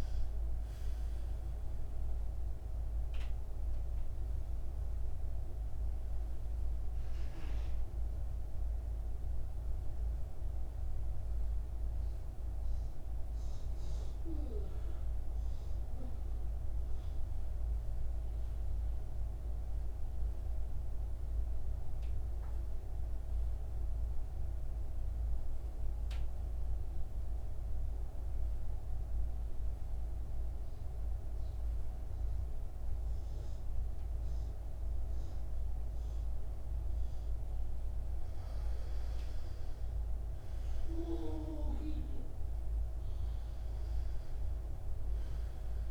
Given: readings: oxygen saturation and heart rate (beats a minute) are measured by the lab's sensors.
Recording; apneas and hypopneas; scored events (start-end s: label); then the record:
breathing in sleep, hard to hear, by a room microphone; 1
0.00-1.00 s: oxygen desaturation (device-marked, oxygen 96% lowest, heart rate 51 extreme)
3.00-24.00 s: oxygen desaturation (device-marked, oxygen 99% before, 86% lowest, heart rate 60 before, 51 extreme)
12.00-38.50 s: mixed apnea (oxygen 100% before, 86% lowest, heart rate 62 before, 52 extreme, up 8 after)
40.50-44.00 s: arousal
42.00-45.91 s: oxygen desaturation (device-marked, oxygen 98% before, 89% lowest, heart rate 54 before, 52 extreme)
From the record:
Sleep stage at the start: N2 (light sleep); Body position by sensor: on the back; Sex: male